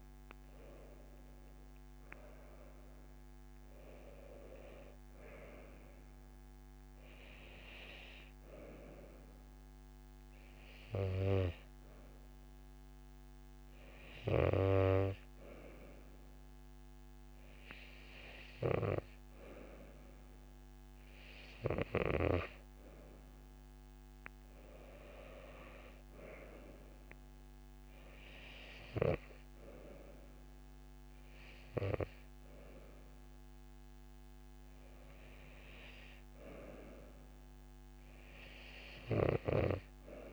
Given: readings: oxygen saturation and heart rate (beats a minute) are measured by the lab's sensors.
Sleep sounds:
breathing in sleep by a microphone on the trachea; none
none scored
From the record:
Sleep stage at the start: N2 (light sleep); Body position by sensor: on the right side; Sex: female

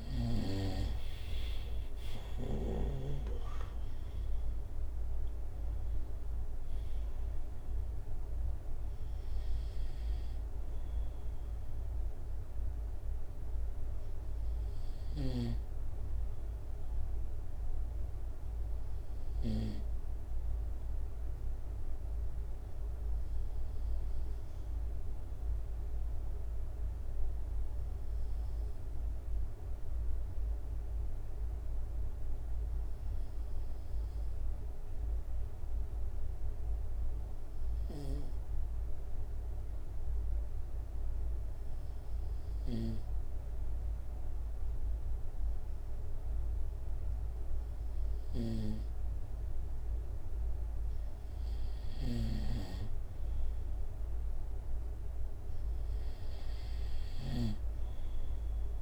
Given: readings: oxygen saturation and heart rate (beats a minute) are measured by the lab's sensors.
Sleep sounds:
breathing in sleep by a room microphone; 1
0.00-13.50 s: drop in pulse transit time (device-marked, heart rate 73 extreme)
9.50-12.50 s: arousal
15.50-48.50 s: obstructive apnea (oxygen 95% before, 94% lowest, heart rate 76 before, 67 extreme, up 5 after)
50.50-52.50 s: arousal
52.00-57.50 s: snoring (device-marked)
From the record:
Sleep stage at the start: N2 (light sleep); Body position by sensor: on the right side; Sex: male

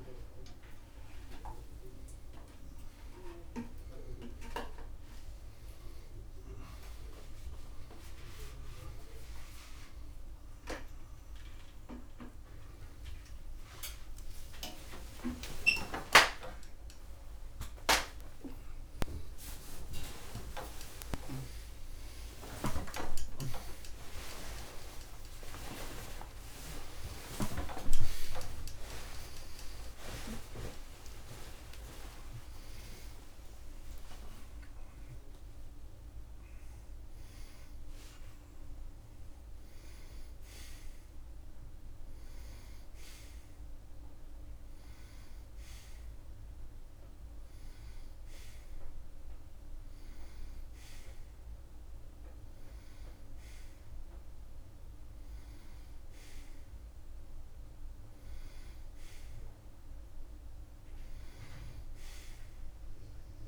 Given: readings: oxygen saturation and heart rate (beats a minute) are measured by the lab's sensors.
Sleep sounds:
a person awake in a sleep study, by a room microphone; none
2.00-17.00 s: oxygen desaturation (device-marked, oxygen 93% before, 90% lowest)
27.00-33.00 s: oxygen desaturation (device-marked, oxygen 96% before, 88% lowest)
44.00-52.00 s: oxygen desaturation (device-marked, oxygen 91% before, 84% lowest, heart rate 46 before, 26 extreme)
50.00-63.48 s: new sleep stage, N1 (lightest sleep)
54.00-61.00 s: oxygen desaturation (device-marked, oxygen 91% before, 86% lowest, heart rate 35 before, 26 extreme)
From the record:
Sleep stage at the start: awake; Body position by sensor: on the right side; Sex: male

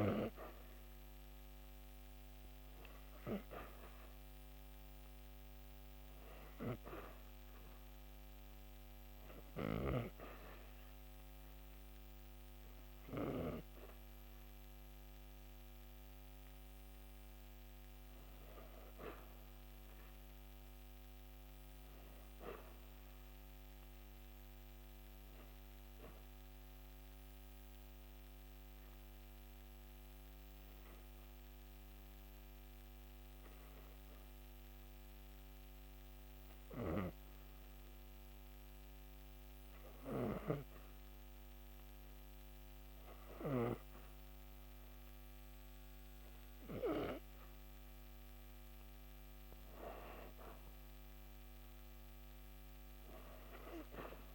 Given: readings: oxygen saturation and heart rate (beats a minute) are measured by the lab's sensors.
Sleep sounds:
breathing in sleep by a microphone on the trachea; 1
18.00-54.35 s: new sleep stage, REM sleep
27.50-47.50 s: hypopnea (oxygen 93% before, 88% lowest)
48.50-53.00 s: arousal
From the record:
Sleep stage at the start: N2 (light sleep); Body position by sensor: on the back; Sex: female

